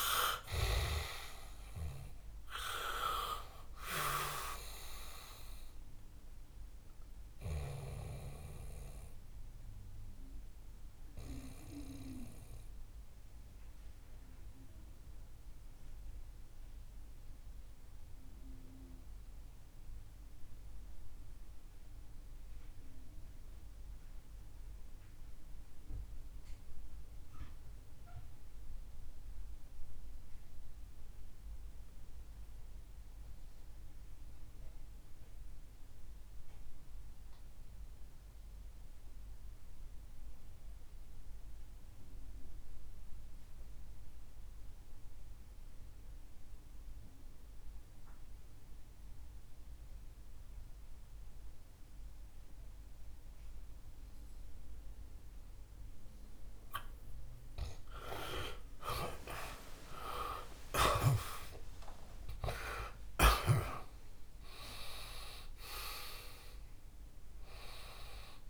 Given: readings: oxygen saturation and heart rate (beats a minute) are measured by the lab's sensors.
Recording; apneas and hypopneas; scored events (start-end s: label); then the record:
breathing in sleep by a room microphone; 1
6.50-57.50 s: obstructive apnea (oxygen 99% before, 74% lowest, heart rate 74 before, 54 extreme, up 28 after)
11.00-32.00 s: oxygen desaturation (device-marked, oxygen 94% before, 89% lowest, heart rate 75 before, 54 extreme)
44.00-68.50 s: oxygen desaturation (device-marked, oxygen 98% before, 74% lowest, heart rate 58 before, 62 extreme)
59.00-65.00 s: arousal
From the record:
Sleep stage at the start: REM sleep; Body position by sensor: on the back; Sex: male